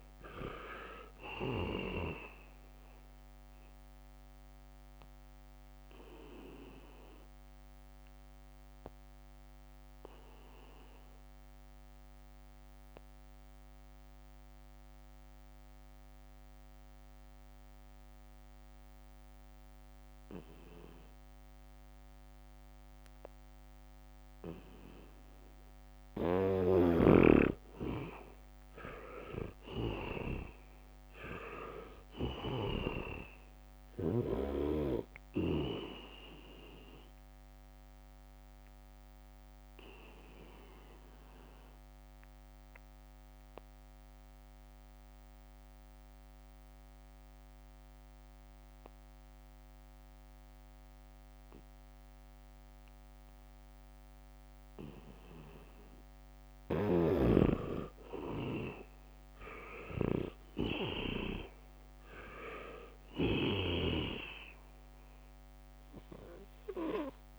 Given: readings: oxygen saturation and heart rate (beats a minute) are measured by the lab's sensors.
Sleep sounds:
breathing in sleep by a microphone on the trachea; 2
0.00-20.50 s: oxygen desaturation (device-marked, oxygen 80% lowest, heart rate 69 extreme)
7.00-26.00 s: obstructive apnea (oxygen 98% before, 80% lowest, heart rate 70 before, 69 extreme, up 1 after)
17.00-19.50 s: leg movement (device-marked)
22.00-23.50 s: leg movement (device-marked)
26.50-52.50 s: oxygen desaturation (device-marked, oxygen 98% before, 81% lowest, heart rate 74 before, 71 extreme)
27.00-33.50 s: snoring (device-marked)
28.50-31.50 s: arousal
37.50-41.50 s: leg movement (device-marked)
38.50-56.00 s: obstructive apnea (oxygen 98% before, 81% lowest, heart rate 73 before, 71 extreme, up 2 after)
41.50-44.00 s: leg movement (device-marked)
57.50-67.39 s: oxygen desaturation (device-marked, oxygen 98% before, 83% lowest, heart rate 74 before, 73 extreme)
59.50-62.50 s: arousal
From the record:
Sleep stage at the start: N2 (light sleep); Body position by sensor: on the back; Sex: male

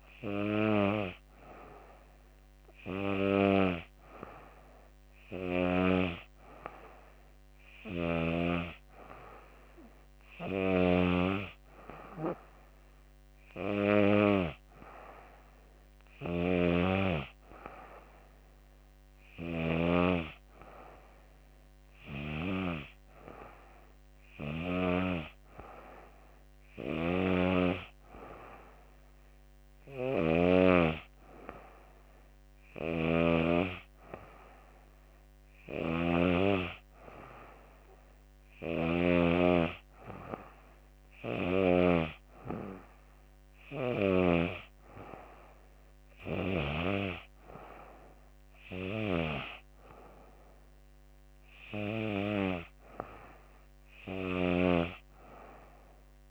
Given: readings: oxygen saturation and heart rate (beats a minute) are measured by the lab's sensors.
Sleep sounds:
breathing in sleep by a microphone on the trachea; none
none scored
From the record:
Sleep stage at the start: N2 (light sleep); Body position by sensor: on the back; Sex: female

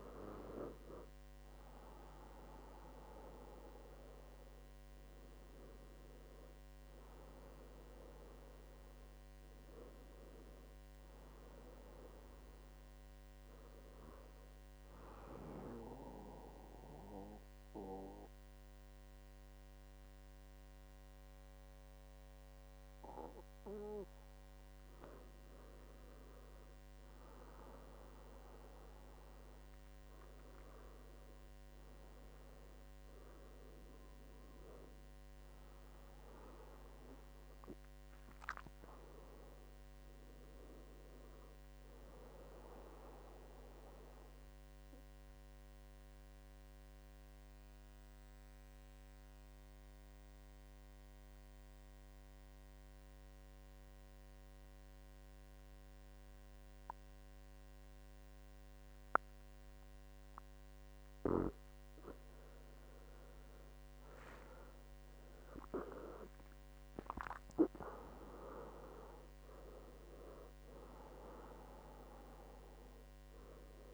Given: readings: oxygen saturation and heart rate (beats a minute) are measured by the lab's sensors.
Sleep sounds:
breathing in sleep by a microphone on the trachea; 2
15.00-25.00 s: central apnea (oxygen 97% before, 90% lowest, heart rate 79 before, 69 extreme, up 7 after)
31.00-35.00 s: arousal
44.50-62.00 s: mixed apnea (oxygen 97% before, 90% lowest, heart rate 76 before, 70 extreme, up 11 after)
61.00-73.94 s: oxygen desaturation (device-marked, oxygen 96% before, 90% lowest, heart rate 74 before, 64 extreme)
64.50-68.00 s: arousal
From the record:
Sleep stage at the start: N2 (light sleep); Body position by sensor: on the back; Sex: male

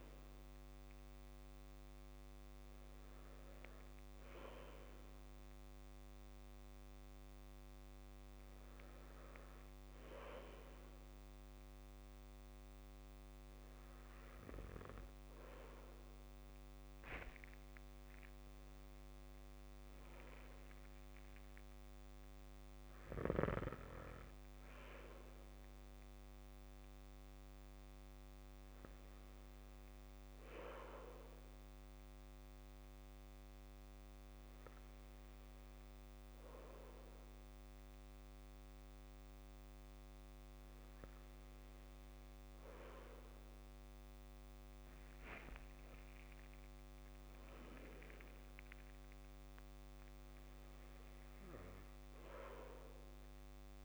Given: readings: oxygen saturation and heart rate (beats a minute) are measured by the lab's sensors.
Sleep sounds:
breathing in sleep by a microphone on the trachea; none
none scored
From the record:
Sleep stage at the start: N2 (light sleep); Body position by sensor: on the back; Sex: male

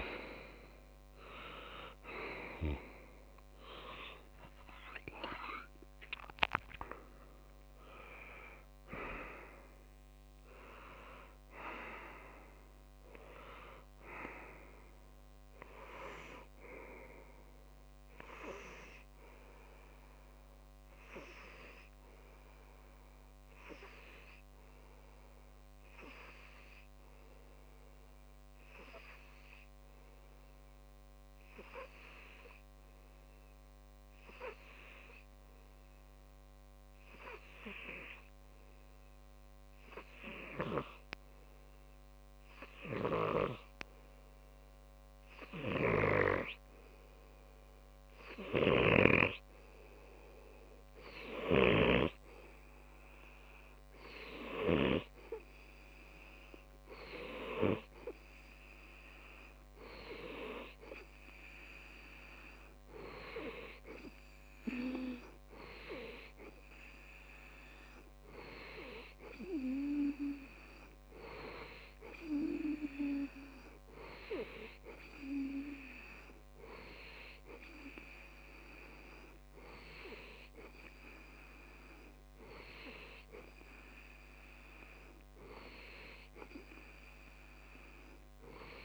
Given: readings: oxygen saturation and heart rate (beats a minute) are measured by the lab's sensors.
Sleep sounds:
breathing in sleep by a microphone on the trachea; 1
0.00-1.50 s: oxygen desaturation (device-marked, oxygen 95% lowest)
5.00-8.50 s: arousal
21.50-45.00 s: obstructive apnea (oxygen 97% before, 93% lowest)
48.00-51.00 s: arousal
51.50-83.50 s: oxygen desaturation (device-marked, oxygen 99% before, 93% lowest)
From the record:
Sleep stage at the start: N2 (light sleep); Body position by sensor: on the back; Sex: male

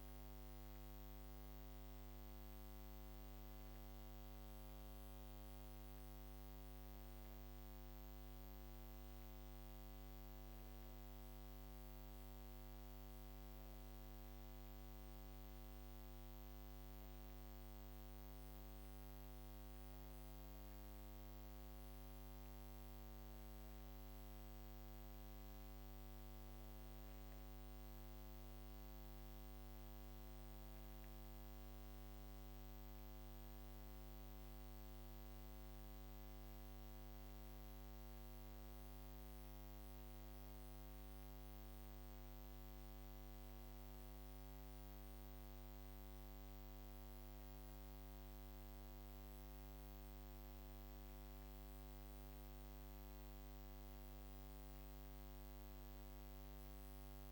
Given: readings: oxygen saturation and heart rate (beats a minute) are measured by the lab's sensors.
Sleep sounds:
a person awake in a sleep study, hard to hear, by a microphone on the trachea; none
none scored
From the record:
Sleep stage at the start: awake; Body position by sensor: on the back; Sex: female

